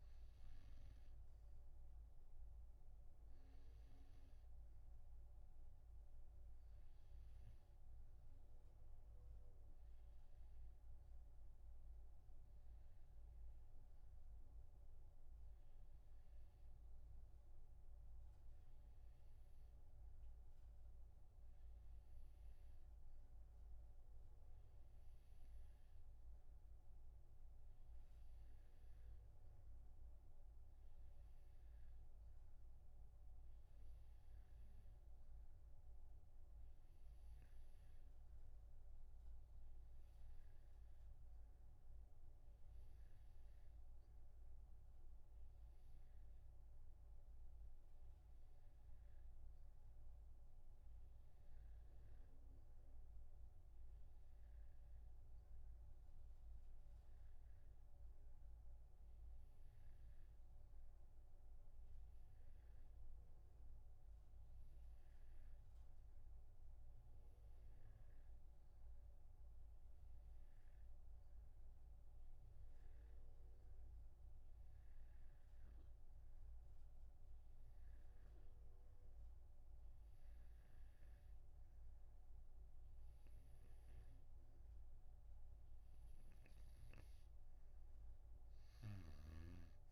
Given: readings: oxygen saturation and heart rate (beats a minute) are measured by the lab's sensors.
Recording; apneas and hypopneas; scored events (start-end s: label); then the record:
breathing in sleep, hard to hear, by a room microphone; 1
0.00-13.50 s: oxygen desaturation (device-marked, oxygen 92% lowest)
12.50-85.50 s: hypopnea (oxygen 95% before, 89% lowest)
From the record:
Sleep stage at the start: REM sleep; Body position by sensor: on the right side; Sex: male